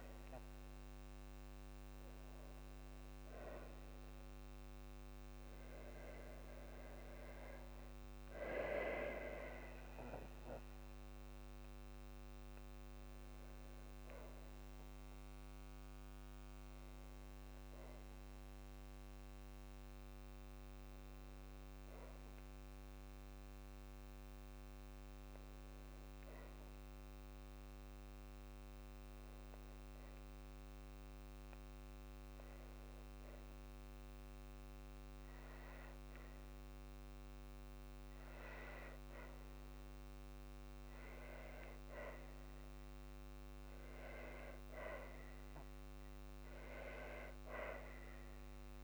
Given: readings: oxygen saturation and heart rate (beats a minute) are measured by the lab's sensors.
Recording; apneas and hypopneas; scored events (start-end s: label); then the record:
breathing in sleep by a microphone on the trachea; none
none scored
From the record:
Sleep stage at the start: N2 (light sleep); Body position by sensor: on the back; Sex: female